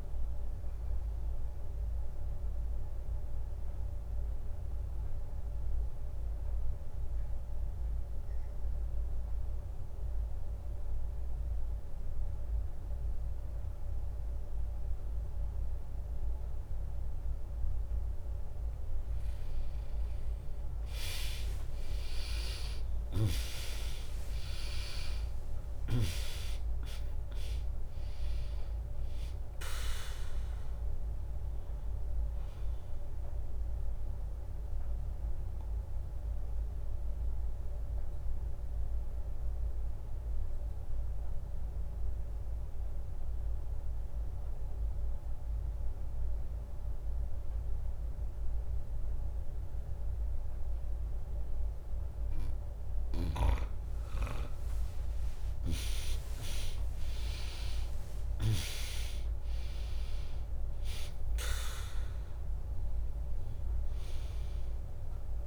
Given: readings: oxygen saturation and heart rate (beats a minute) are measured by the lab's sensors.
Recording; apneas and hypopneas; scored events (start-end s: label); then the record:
breathing in sleep by a room microphone; 2
0.00-2.00 s: drop in pulse transit time (device-marked, heart rate 64 extreme)
0.50-17.50 s: obstructive apnea (oxygen 100% before, 95% lowest, heart rate 64 before, 61 extreme, up 0 after)
23.00-36.00 s: drop in pulse transit time (device-marked, heart rate 64 before, 61 extreme)
23.50-28.50 s: arousal
26.00-45.00 s: oxygen desaturation (device-marked, oxygen 99% before, 95% lowest, heart rate 64 before, 59 extreme)
35.00-53.50 s: obstructive apnea (oxygen 99% before, 95% lowest, heart rate 67 before, 59 extreme, up 3 after)
56.00-65.47 s: drop in pulse transit time (device-marked, heart rate 71 before, 61 extreme)
From the record:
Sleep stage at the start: N2 (light sleep); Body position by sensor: on the back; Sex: female